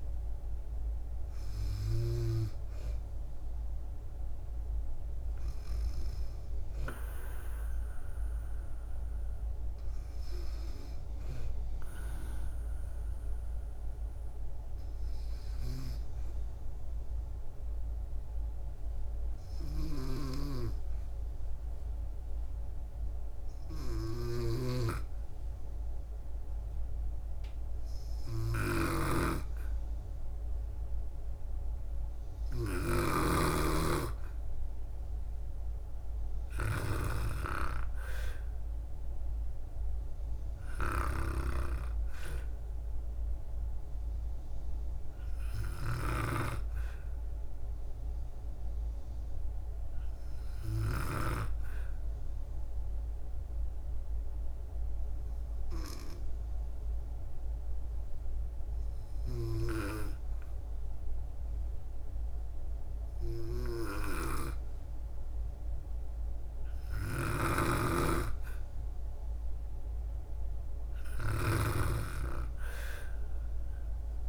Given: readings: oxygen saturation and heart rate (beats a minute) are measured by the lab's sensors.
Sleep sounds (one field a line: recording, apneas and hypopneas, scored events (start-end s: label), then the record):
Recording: breathing in sleep by a room microphone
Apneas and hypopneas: 2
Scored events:
0.00-6.50 s: oxygen desaturation (device-marked, oxygen 91% lowest, heart rate 59 extreme)
15.00-32.00 s: hypopnea (oxygen 95% before, 92% lowest, heart rate 62 before, 60 extreme, up 2 after)
20.00-37.00 s: snoring (device-marked)
33.50-56.50 s: oxygen desaturation (device-marked, oxygen 98% before, 94% lowest, heart rate 62 before, 59 extreme)
35.00-38.50 s: arousal
46.00-51.50 s: snoring (device-marked)
51.00-64.50 s: hypopnea (oxygen 98% before, 90% lowest, heart rate 61 before, 59 extreme, up 5 after)
67.00-71.50 s: snoring (device-marked)
68.00-72.00 s: arousal
From the record:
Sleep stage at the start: N2 (light sleep)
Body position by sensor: on the back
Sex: female